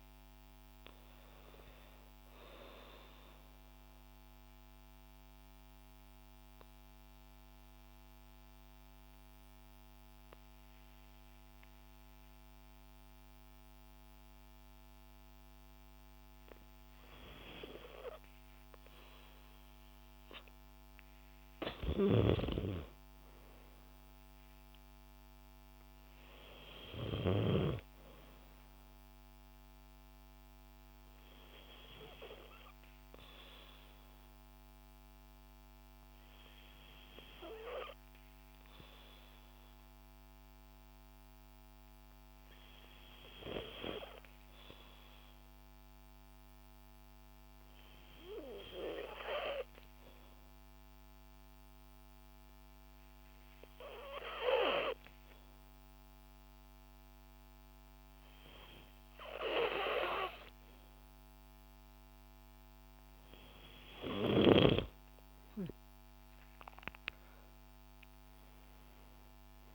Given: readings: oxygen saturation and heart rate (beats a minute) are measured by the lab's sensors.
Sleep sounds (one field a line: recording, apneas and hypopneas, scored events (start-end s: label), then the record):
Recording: breathing in sleep by a microphone on the trachea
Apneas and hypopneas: 2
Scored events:
0.00-3.00 s: oxygen desaturation (device-marked, oxygen 91% lowest, heart rate 55 extreme)
3.00-16.00 s: mixed apnea (oxygen 95% before, 92% lowest, heart rate 59 before, 55 extreme, up 4 after)
18.00-22.00 s: arousal
22.00-44.00 s: oxygen desaturation (device-marked, oxygen 97% before, 92% lowest, heart rate 57 before, 55 extreme)
45.50-60.00 s: hypopnea (oxygen 97% before, 92% lowest, heart rate 57 before, 55 extreme, up 4 after)
64.00-68.00 s: arousal
From the record:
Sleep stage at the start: N2 (light sleep)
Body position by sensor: on the back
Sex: female